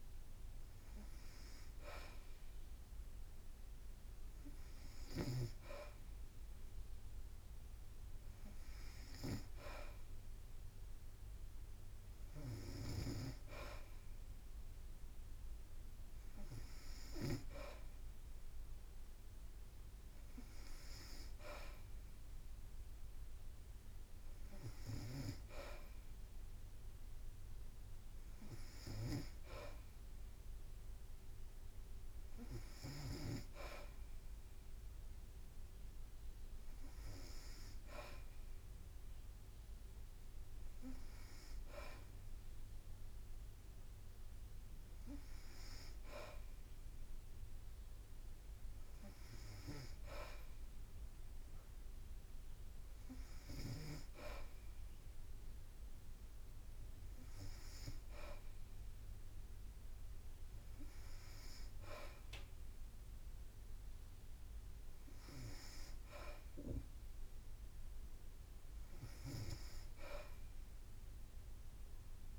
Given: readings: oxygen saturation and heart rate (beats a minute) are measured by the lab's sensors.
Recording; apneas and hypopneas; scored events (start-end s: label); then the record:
breathing in sleep by a room microphone; none
none scored
From the record:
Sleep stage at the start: N2 (light sleep); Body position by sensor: on the back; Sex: female